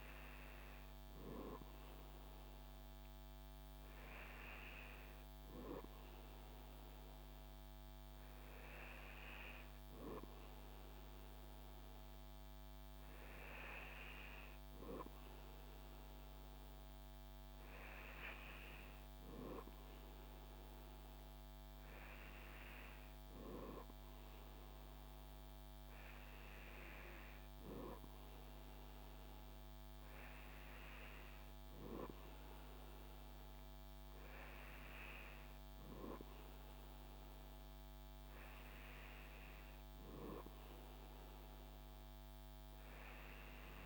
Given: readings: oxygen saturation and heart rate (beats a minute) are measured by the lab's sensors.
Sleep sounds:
breathing in sleep by a microphone on the trachea; none
none scored
From the record:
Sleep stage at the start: N2 (light sleep); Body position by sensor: on the back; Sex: male

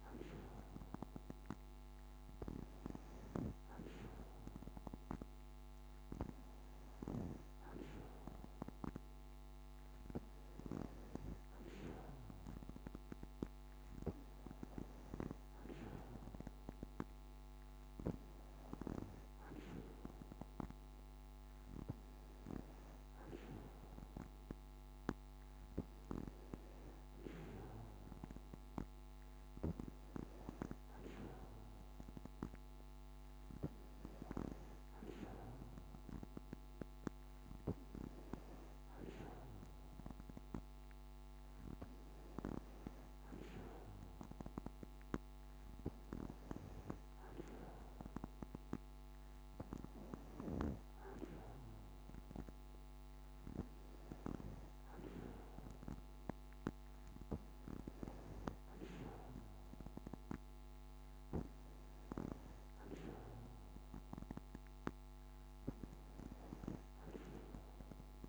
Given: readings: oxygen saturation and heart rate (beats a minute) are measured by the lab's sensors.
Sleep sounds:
breathing in sleep by a microphone on the trachea; none
none scored
From the record:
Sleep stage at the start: N2 (light sleep); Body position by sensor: on the back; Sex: female

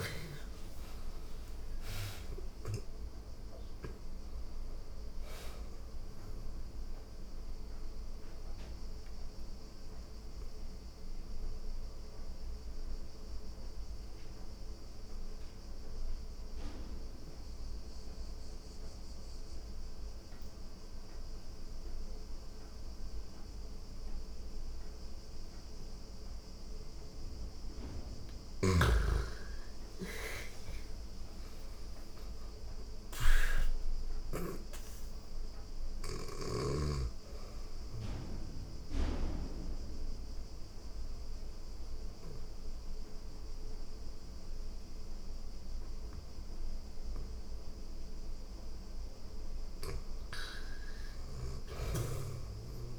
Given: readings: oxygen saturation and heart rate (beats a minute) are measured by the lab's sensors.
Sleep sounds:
breathing in sleep by a room microphone; 2
0.00-1.50 s: arousal
0.00-18.50 s: oxygen desaturation (device-marked, oxygen 83% lowest)
6.00-27.00 s: obstructive apnea (oxygen 98% before, 83% lowest)
27.50-33.50 s: snoring (device-marked)
28.00-32.50 s: arousal
30.50-49.50 s: oxygen desaturation (device-marked, oxygen 99% before, 84% lowest)
37.00-47.00 s: obstructive apnea (oxygen 99% before, 84% lowest)
49.50-51.50 s: arousal
50.50-52.99 s: snoring (device-marked)
From the record:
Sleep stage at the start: N2 (light sleep); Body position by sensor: on the back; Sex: female

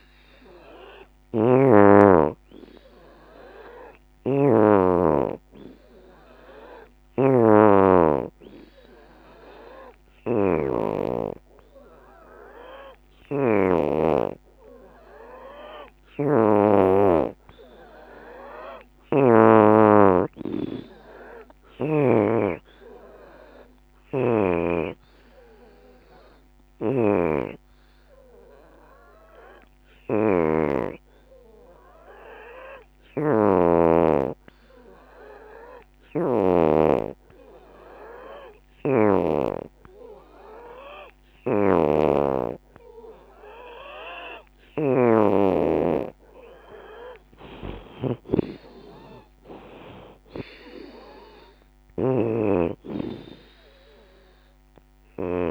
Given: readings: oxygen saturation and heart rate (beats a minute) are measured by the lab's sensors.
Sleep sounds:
breathing in sleep by a microphone on the trachea; 1
1.00-46.00 s: hypopnea (oxygen 93% before, 81% lowest, heart rate 79 before, 63 extreme, up 17 after)
2.00-36.00 s: oxygen desaturation (device-marked, oxygen 94% before, 82% lowest, heart rate 79 before, 63 extreme)
16.50-18.50 s: long interval between heartbeats (device-marked, heart rate 80 before, 74 extreme)
42.00-55.50 s: oxygen desaturation (device-marked, oxygen 87% before, 82% lowest, heart rate 78 before, 70 extreme)
43.00-55.50 s: drop in pulse transit time (device-marked, heart rate 79 before, 78 extreme)
47.50-52.50 s: arousal
54.50-55.50 s: long interval between heartbeats (device-marked, heart rate 82 before, 83 extreme)
From the record:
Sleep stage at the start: N2 (light sleep); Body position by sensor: on the back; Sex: female

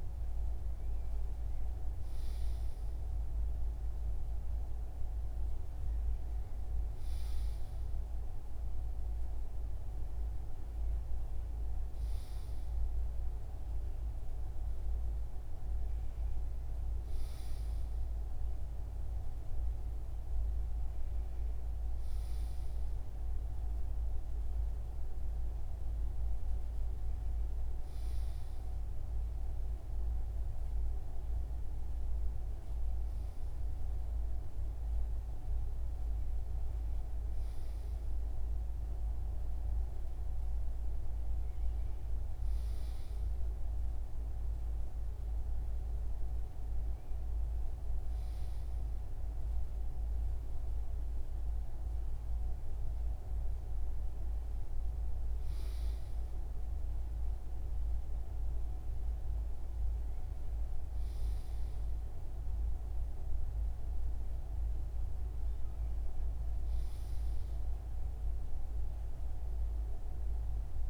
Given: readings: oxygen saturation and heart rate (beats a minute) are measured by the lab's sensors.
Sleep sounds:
breathing in sleep, hard to hear, by a room microphone; none
none scored
From the record:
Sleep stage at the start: REM sleep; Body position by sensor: on the right side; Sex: male

